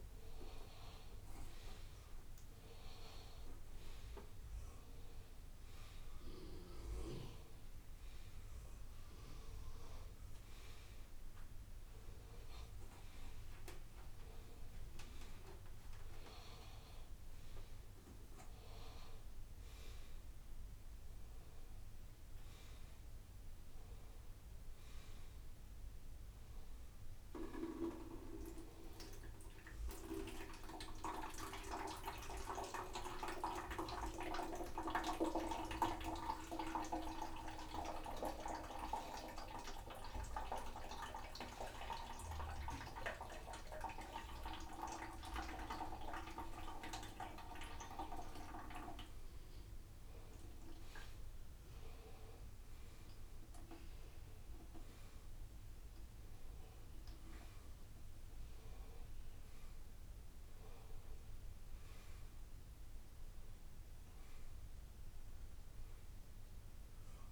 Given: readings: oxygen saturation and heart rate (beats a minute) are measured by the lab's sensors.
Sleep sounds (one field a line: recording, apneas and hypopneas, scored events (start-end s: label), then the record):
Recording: a person awake in a sleep study, by a room microphone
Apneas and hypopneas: none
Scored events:
0.00-8.50 s: oxygen desaturation (device-marked, oxygen 91% lowest, heart rate 101 extreme)
12.50-14.50 s: long interval between heartbeats (device-marked, heart rate 103 before, 119 extreme)
From the record:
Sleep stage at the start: awake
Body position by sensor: upright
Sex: male